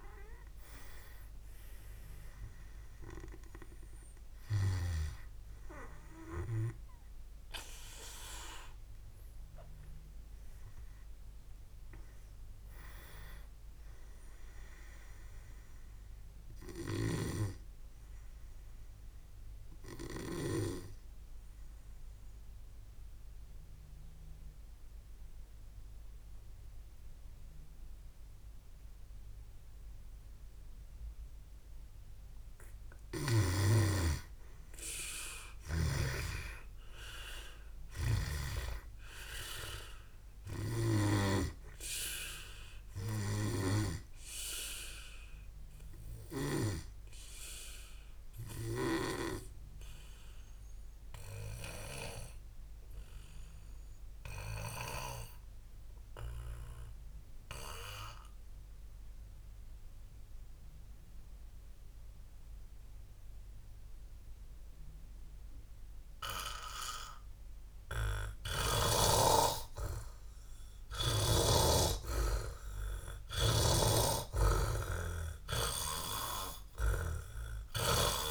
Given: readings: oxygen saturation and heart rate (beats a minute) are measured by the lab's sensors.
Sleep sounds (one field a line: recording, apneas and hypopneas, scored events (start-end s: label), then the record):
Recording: breathing in sleep by a room microphone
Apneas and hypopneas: 2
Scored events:
14.50-28.50 s: oxygen desaturation (device-marked, oxygen 97% before, 87% lowest, heart rate 78 before, 58 extreme)
17.00-21.00 s: snoring (device-marked)
22.50-34.50 s: obstructive apnea (oxygen 97% before, 86% lowest, heart rate 69 before, 58 extreme, up 13 after)
37.00-41.50 s: arousal
42.50-60.50 s: oxygen desaturation (device-marked, oxygen 100% before, 90% lowest, heart rate 62 before, 59 extreme)
51.50-67.00 s: obstructive apnea (oxygen 100% before, 86% lowest, heart rate 65 before, 59 extreme, up 1 after)
69.50-73.00 s: arousal
71.50-75.00 s: snoring (device-marked)
71.50-78.31 s: oxygen desaturation (device-marked, oxygen 100% before, 86% lowest, heart rate 61 before, 61 extreme)
From the record:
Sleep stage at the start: N2 (light sleep)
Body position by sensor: on the back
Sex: male